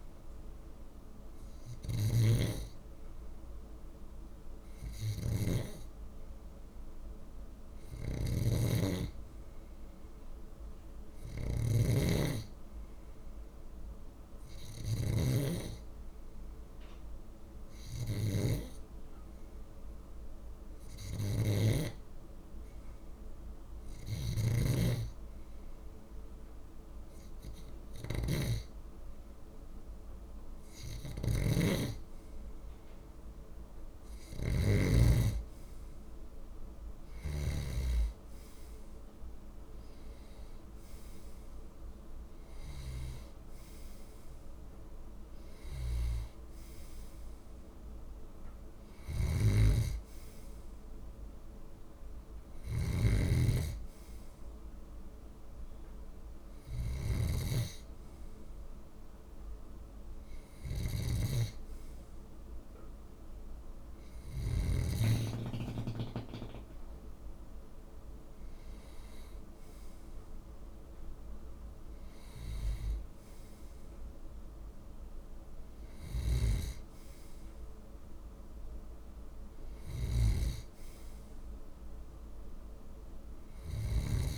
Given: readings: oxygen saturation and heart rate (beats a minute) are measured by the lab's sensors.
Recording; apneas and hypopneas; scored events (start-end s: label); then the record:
breathing in sleep by a room microphone; 1
0.00-34.50 s: snoring (device-marked)
6.50-10.00 s: arousal
14.00-25.00 s: hypopnea (oxygen 95% before, 93% lowest, heart rate 52 before, 52 extreme, up 2 after)
29.50-32.50 s: arousal
48.50-64.50 s: snoring (device-marked)
75.50-84.37 s: snoring (device-marked)
From the record:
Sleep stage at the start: N2 (light sleep); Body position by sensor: on the left side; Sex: male